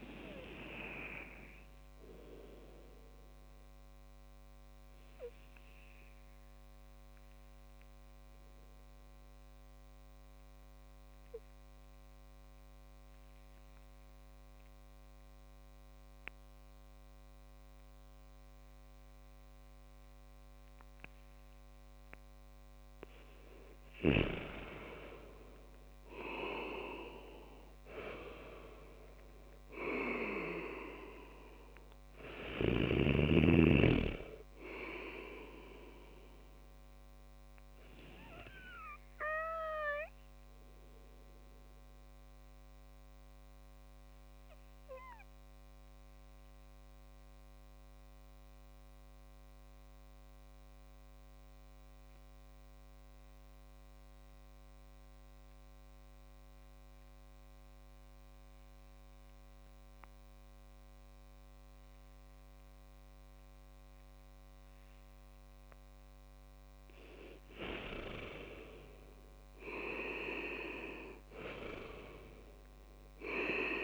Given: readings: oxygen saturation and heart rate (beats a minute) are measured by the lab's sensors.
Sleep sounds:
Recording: breathing in sleep by a microphone on the trachea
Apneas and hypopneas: 2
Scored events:
4.50-22.00 s: obstructive apnea (oxygen 99% before, 96% lowest)
24.50-29.00 s: arousal
39.00-64.50 s: obstructive apnea (oxygen 99% before, 96% lowest)
66.50-70.50 s: arousal
From the record:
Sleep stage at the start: N2 (light sleep)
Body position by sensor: on the back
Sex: male

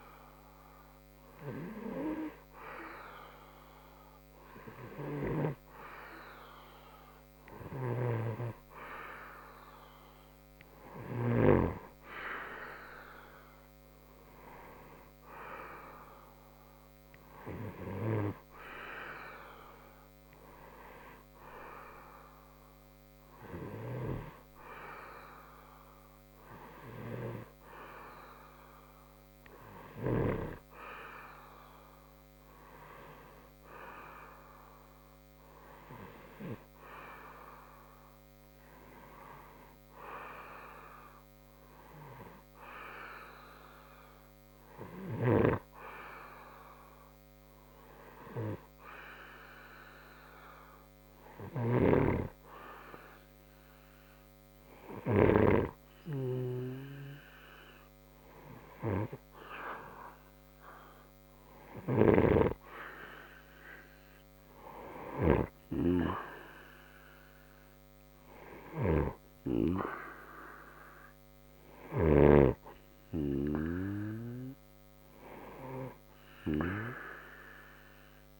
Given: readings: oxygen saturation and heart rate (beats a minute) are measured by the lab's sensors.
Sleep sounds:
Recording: breathing in sleep by a microphone on the trachea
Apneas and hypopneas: none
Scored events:
0.00-6.50 s: oxygen desaturation (device-marked, oxygen 92% lowest, heart rate 60 extreme)
7.00-11.00 s: snoring (device-marked)
38.50-78.40 s: new sleep stage, N2 (light sleep)
From the record:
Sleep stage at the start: N1 (lightest sleep)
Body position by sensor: on the right side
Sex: male

